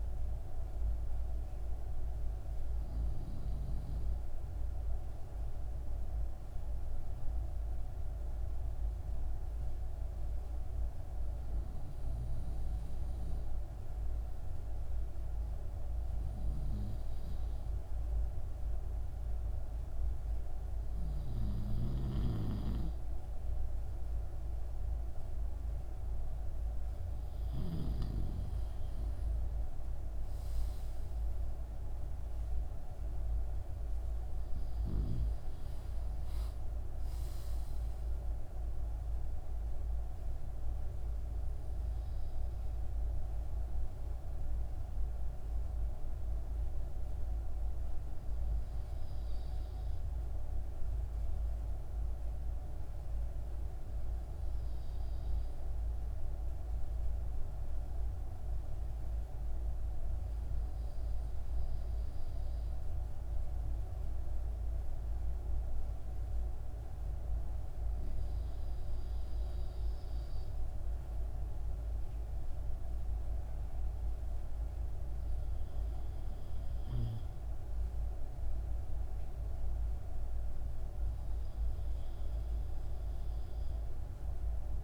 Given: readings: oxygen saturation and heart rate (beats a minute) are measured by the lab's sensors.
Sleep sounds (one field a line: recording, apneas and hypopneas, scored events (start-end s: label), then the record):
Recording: breathing in sleep, hard to hear, by a room microphone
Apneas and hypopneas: none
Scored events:
none scored
From the record:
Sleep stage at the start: N2 (light sleep)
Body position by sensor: on the left side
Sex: male